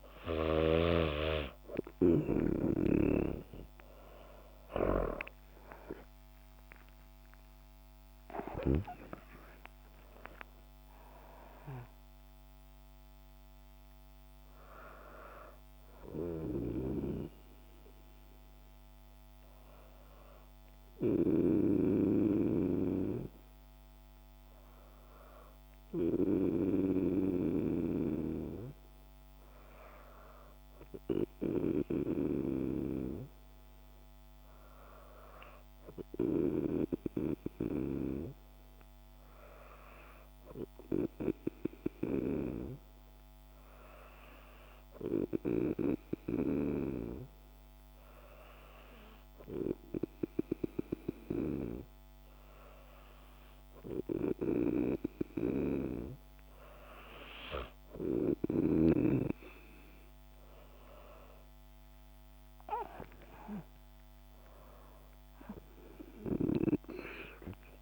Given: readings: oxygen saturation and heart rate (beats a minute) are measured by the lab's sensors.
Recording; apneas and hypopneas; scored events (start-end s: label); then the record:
breathing in sleep by a microphone on the trachea; none
0.00-1.00 s: snoring (device-marked)
5.50-11.00 s: arousal
16.50-27.50 s: snoring (device-marked)
From the record:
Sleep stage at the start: N2 (light sleep); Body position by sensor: on the back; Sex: female